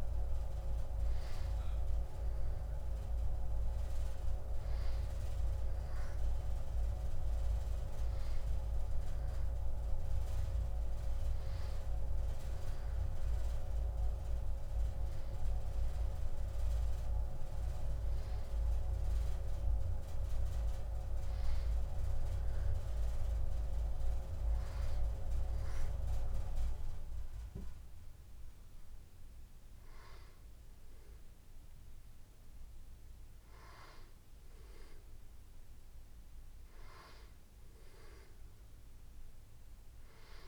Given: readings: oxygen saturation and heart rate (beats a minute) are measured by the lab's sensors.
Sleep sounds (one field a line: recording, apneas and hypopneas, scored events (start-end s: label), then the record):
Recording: breathing in sleep by a room microphone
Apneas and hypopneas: none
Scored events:
19.00-40.48 s: new sleep stage, N2 (light sleep)
34.50-36.50 s: long interval between heartbeats (device-marked, heart rate 78 before, 78 extreme)
From the record:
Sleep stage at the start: N1 (lightest sleep)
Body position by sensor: on the back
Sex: female